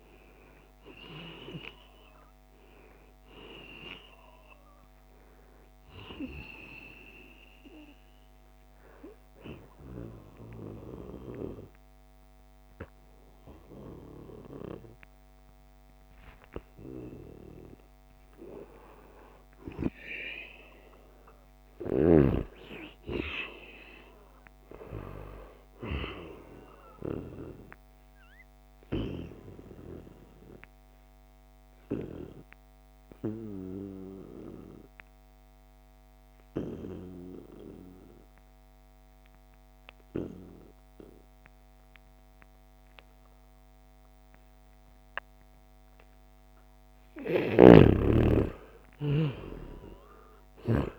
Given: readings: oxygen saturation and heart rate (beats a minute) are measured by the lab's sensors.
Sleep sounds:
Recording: breathing in sleep by a microphone on the trachea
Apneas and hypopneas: 2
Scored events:
0.00-9.00 s: oxygen desaturation (device-marked, oxygen 90% lowest, heart rate 72 extreme)
7.00-18.00 s: obstructive apnea (oxygen 96% before, 90% lowest, heart rate 99 before, 74 extreme, up 8 after)
16.00-18.00 s: long interval between heartbeats (device-marked, heart rate 88 before, 86 extreme)
20.00-24.00 s: arousal
28.00-46.50 s: obstructive apnea (oxygen 98% before, 89% lowest, heart rate 82 before, 73 extreme, up 1 after)
30.00-41.00 s: oxygen desaturation (device-marked, oxygen 97% before, 93% lowest, heart rate 81 before, 73 extreme)
47.50-50.99 s: arousal
47.50-50.99 s: snoring (device-marked)
49.00-50.99 s: oxygen desaturation (device-marked, oxygen 96% before, 90% lowest, heart rate 76 before, 67 extreme)
From the record:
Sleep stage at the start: N2 (light sleep)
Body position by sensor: on the back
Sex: male

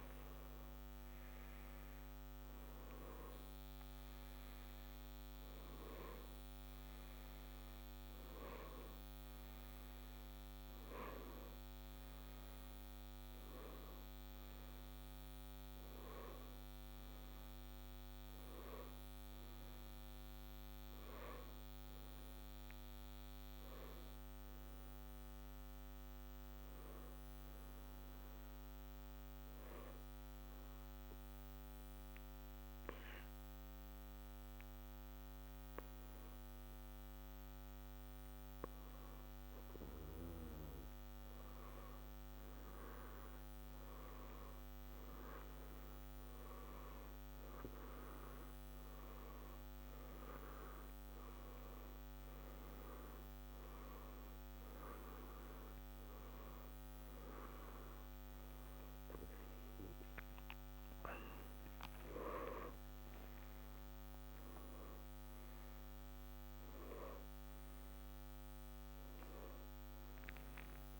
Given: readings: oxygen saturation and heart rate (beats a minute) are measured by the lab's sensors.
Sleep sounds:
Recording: breathing in sleep by a microphone on the trachea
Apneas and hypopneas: 1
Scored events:
29.00-39.00 s: central apnea (oxygen 96% before, 90% lowest, heart rate 57 before, 68 extreme, up 0 after)
41.00-44.00 s: arousal
47.00-71.00 s: oxygen desaturation (device-marked, oxygen 94% before, 90% lowest, heart rate 70 before, 67 extreme)
59.50-64.00 s: arousal
From the record:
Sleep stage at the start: N1 (lightest sleep)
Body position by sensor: on the back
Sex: male

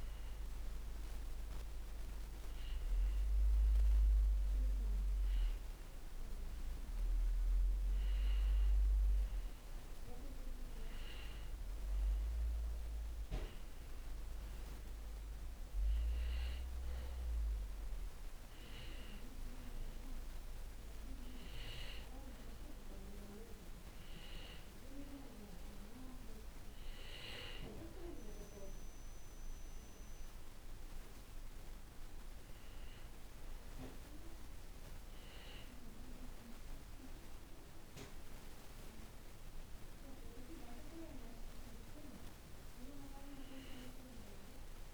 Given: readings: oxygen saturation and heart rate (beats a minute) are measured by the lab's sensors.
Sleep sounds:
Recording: breathing in sleep by a room microphone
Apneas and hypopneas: none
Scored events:
28.00-44.94 s: new sleep stage, N2 (light sleep)
From the record:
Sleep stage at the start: N1 (lightest sleep)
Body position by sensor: on the back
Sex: male

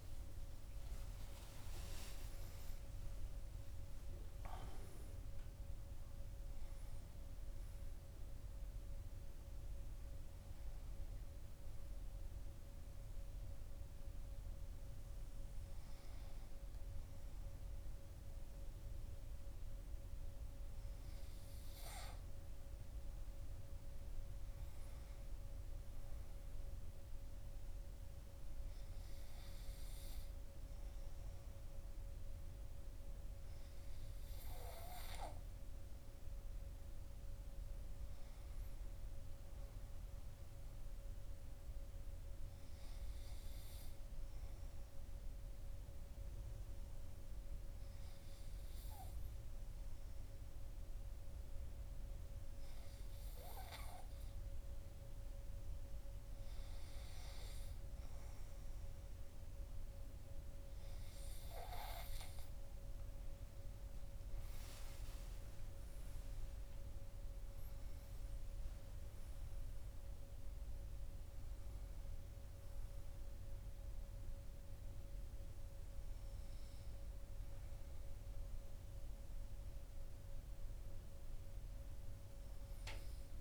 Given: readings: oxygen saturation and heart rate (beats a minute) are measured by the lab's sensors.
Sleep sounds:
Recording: a person partly awake in a sleep study, hard to hear, by a room microphone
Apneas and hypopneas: none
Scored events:
14.50-83.41 s: new sleep stage, N2 (light sleep)
From the record:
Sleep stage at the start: awake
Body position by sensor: on the right side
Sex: male

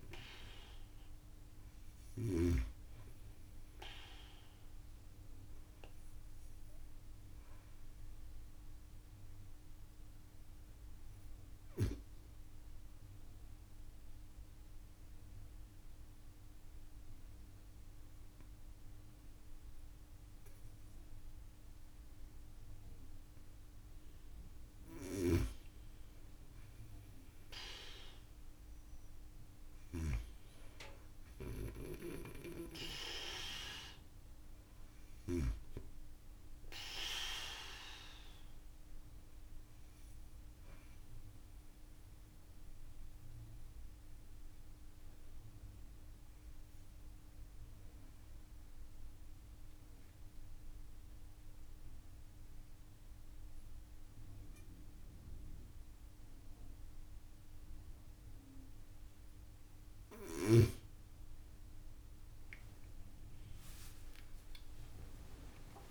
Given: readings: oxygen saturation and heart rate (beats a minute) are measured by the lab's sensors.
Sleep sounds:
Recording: breathing in sleep by a room microphone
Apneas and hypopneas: 2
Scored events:
0.00-2.00 s: snoring (device-marked)
12.00-24.50 s: obstructive apnea (oxygen 97% before, 92% lowest)
24.50-30.00 s: snoring (device-marked)
40.50-57.50 s: obstructive apnea (oxygen 95% before, 92% lowest)
62.00-64.00 s: long interval between heartbeats (device-marked)
From the record:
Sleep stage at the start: N2 (light sleep)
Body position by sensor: on the right side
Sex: female

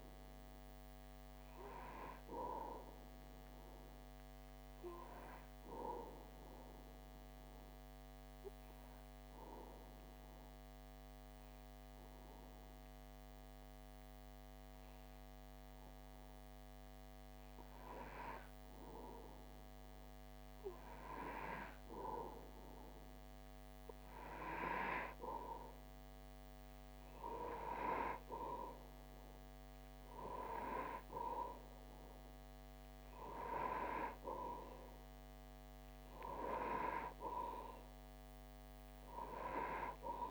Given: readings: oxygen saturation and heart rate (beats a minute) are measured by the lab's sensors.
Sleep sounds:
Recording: breathing in sleep by a microphone on the trachea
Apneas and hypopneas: 1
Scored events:
0.00-4.00 s: oxygen desaturation (device-marked, oxygen 91% lowest)
5.50-17.50 s: obstructive apnea (oxygen 95% before, 92% lowest)
20.00-23.50 s: arousal
From the record:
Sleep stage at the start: N2 (light sleep)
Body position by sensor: on the back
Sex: male

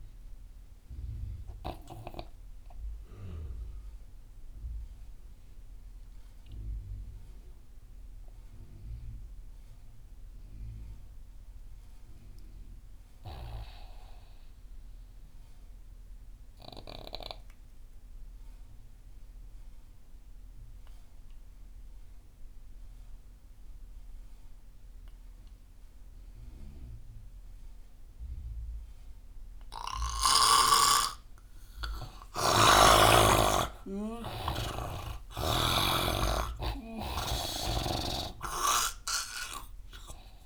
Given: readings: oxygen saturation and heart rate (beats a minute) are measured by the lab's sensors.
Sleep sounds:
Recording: breathing in sleep by a room microphone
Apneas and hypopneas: 1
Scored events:
0.00-9.50 s: oxygen desaturation (device-marked, oxygen 84% lowest)
1.00-33.00 s: obstructive apnea (oxygen 98% before, 84% lowest)
28.50-40.46 s: oxygen desaturation (device-marked, oxygen 99% before, 86% lowest)
32.50-36.00 s: snoring (device-marked)
35.00-38.50 s: arousal
From the record:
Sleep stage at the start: N2 (light sleep)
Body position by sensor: on the right side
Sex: male

